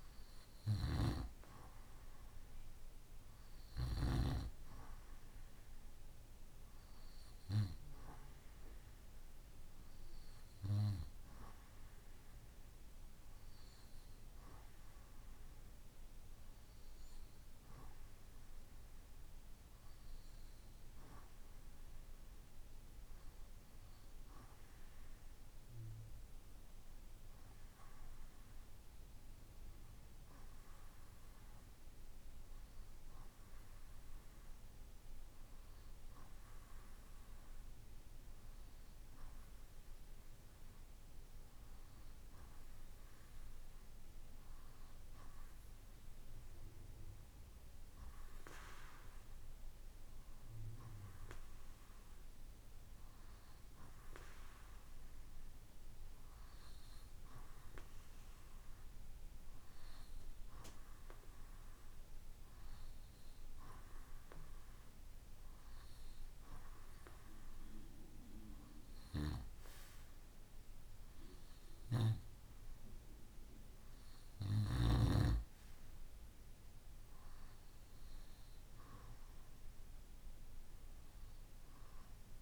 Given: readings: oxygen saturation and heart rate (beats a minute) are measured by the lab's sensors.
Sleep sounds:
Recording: breathing in sleep by a room microphone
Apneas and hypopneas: none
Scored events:
0.00-3.50 s: snoring (device-marked)
61.50-82.42 s: new sleep stage, REM sleep
From the record:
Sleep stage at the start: N2 (light sleep)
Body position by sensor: on the right side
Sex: male

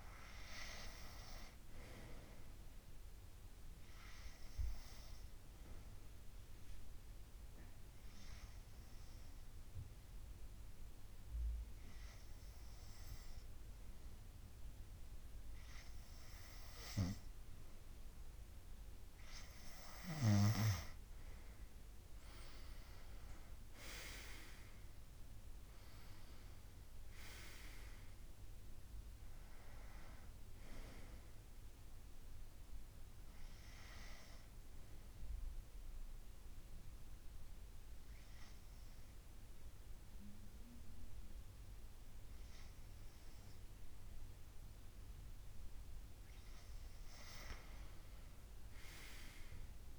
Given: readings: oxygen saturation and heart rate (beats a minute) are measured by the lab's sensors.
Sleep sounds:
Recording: breathing in sleep by a room microphone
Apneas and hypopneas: 2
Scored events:
4.00-18.00 s: hypopnea (oxygen 95% before, 92% lowest, heart rate 70 before, 69 extreme, up 6 after)
21.00-25.50 s: arousal
33.00-44.50 s: hypopnea (oxygen 95% before, 92% lowest, heart rate 74 before, 66 extreme, up 7 after)
46.50-49.99 s: arousal
From the record:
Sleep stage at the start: N2 (light sleep)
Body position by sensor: on the back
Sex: male

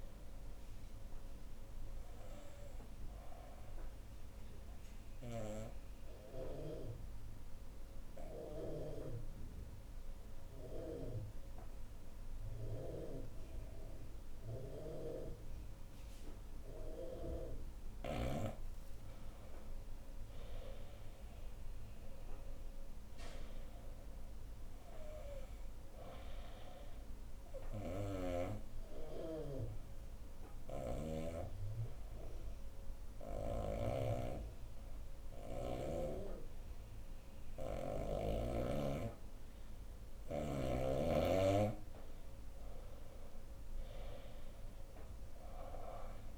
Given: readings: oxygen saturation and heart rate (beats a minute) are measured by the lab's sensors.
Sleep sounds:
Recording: breathing in sleep by a room microphone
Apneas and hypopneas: 2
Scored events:
4.50-18.00 s: obstructive apnea (oxygen 96% before, 91% lowest, heart rate 83 before, 70 extreme, up 9 after)
19.50-23.50 s: arousal
23.00-39.00 s: oxygen desaturation (device-marked, oxygen 97% before, 91% lowest, heart rate 71 before, 72 extreme)
29.00-40.00 s: obstructive apnea (oxygen 99% before, 89% lowest, heart rate 73 before, 72 extreme, up 8 after)
33.00-38.00 s: snoring (device-marked)
42.00-45.50 s: arousal
From the record:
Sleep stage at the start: N2 (light sleep)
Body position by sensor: on the back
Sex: female

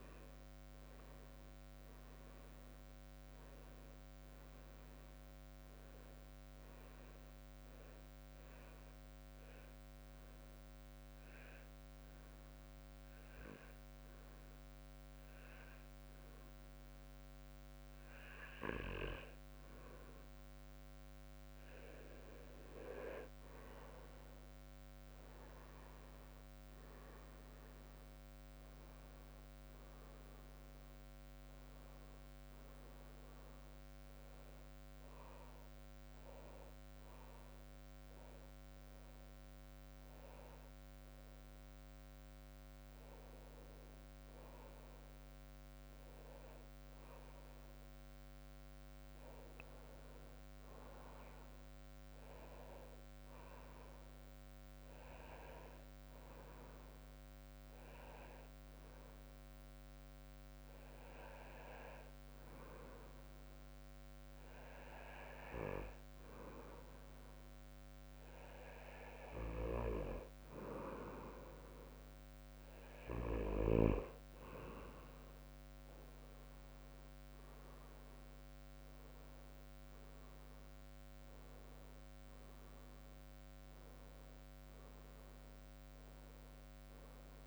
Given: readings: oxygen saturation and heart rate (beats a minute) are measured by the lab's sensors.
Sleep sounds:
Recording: breathing in sleep by a microphone on the trachea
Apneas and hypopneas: 2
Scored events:
0.00-8.00 s: drop in pulse transit time (device-marked, heart rate 69 extreme)
0.00-15.00 s: oxygen desaturation (device-marked, oxygen 92% lowest, heart rate 63 extreme)
11.00-21.50 s: hypopnea (oxygen 96% before, 94% lowest, heart rate 74 before, 60 extreme, up 9 after)
24.00-28.50 s: arousal
56.00-68.50 s: hypopnea (oxygen 97% before, 95% lowest, heart rate 65 before, 61 extreme, up 8 after)
75.00-81.00 s: arousal
78.00-87.47 s: drop in pulse transit time (device-marked, heart rate 65 before, 71 extreme)
From the record:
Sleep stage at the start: N2 (light sleep)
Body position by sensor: on the back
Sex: male

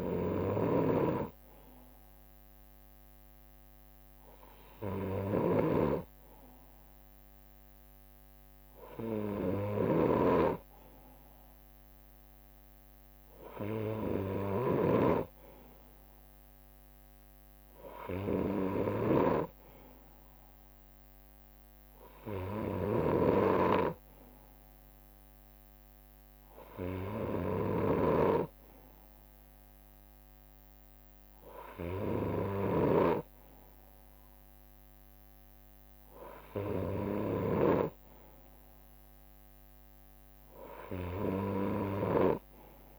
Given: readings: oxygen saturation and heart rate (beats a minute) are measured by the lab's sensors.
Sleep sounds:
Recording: breathing in sleep by a microphone on the trachea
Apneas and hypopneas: none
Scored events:
0.00-42.00 s: snoring (device-marked)
11.00-13.00 s: leg movement (device-marked)
15.00-20.00 s: leg movement (device-marked)
24.50-32.50 s: leg movement (device-marked)
36.50-39.00 s: leg movement (device-marked)
41.00-42.99 s: leg movement (device-marked)
From the record:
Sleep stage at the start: N2 (light sleep)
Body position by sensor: on the right side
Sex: male

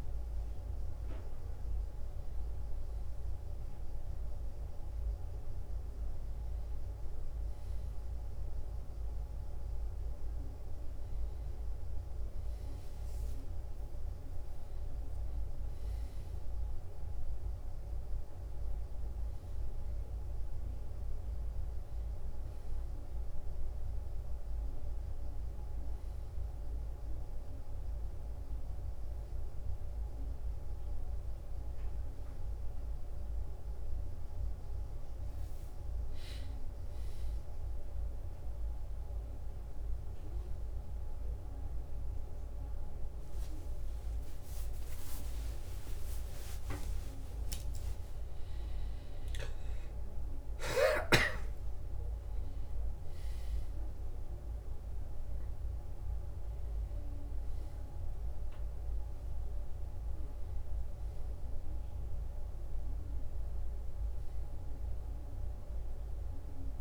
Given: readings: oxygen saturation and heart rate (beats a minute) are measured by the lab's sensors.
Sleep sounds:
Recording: a person awake in a sleep study, hard to hear, by a room microphone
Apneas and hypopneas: none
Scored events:
none scored
From the record:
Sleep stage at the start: awake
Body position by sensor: on the back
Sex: male

